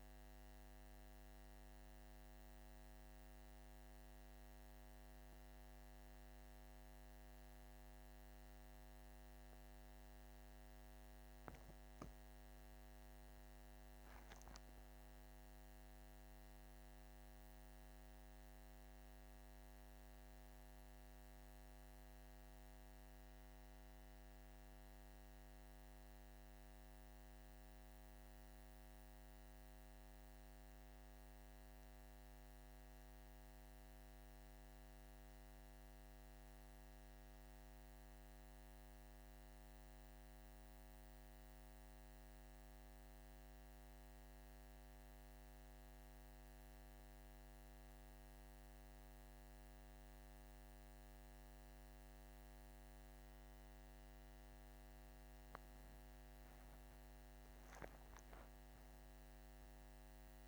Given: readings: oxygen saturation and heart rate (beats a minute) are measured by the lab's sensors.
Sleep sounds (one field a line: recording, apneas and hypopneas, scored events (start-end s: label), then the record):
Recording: breathing in sleep, hard to hear, by a microphone on the trachea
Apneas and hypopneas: none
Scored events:
17.50-60.48 s: new sleep stage, N2 (light sleep)
55.00-58.50 s: arousal
From the record:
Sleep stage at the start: N1 (lightest sleep)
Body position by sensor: on the back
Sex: male